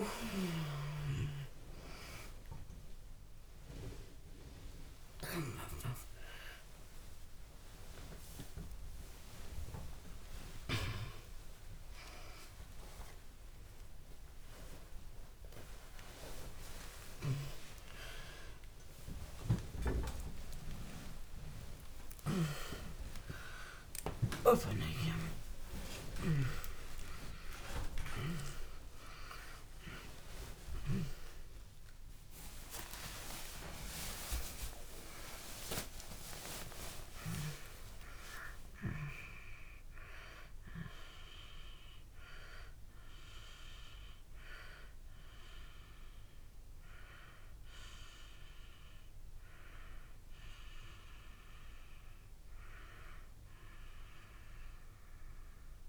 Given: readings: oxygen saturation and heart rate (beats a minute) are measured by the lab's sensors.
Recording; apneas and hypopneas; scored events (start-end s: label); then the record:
a person awake in a sleep study, by a room microphone; none
0.00-32.50 s: oxygen desaturation (device-marked, oxygen 65% lowest)
28.50-55.89 s: new sleep stage, N1 (lightest sleep)
From the record:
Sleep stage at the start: awake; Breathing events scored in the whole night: 360 in 4.1 hours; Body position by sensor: on the back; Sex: female